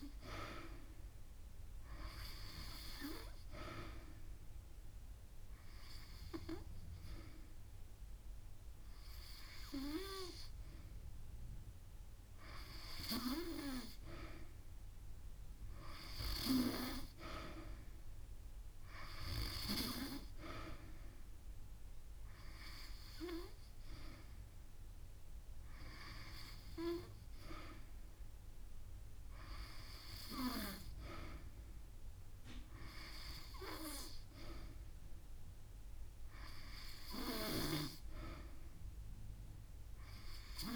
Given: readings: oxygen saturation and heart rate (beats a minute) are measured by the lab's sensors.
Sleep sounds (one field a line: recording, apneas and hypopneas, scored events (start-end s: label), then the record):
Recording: breathing in sleep by a room microphone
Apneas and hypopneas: none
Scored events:
1.00-5.00 s: drop in pulse transit time (device-marked)
1.50-3.50 s: long interval between heartbeats (device-marked)
34.50-36.50 s: long interval between heartbeats (device-marked)
38.00-40.00 s: drop in pulse transit time (device-marked)
38.50-40.50 s: long interval between heartbeats (device-marked)
From the record:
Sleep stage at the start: N2 (light sleep)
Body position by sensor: on the back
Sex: female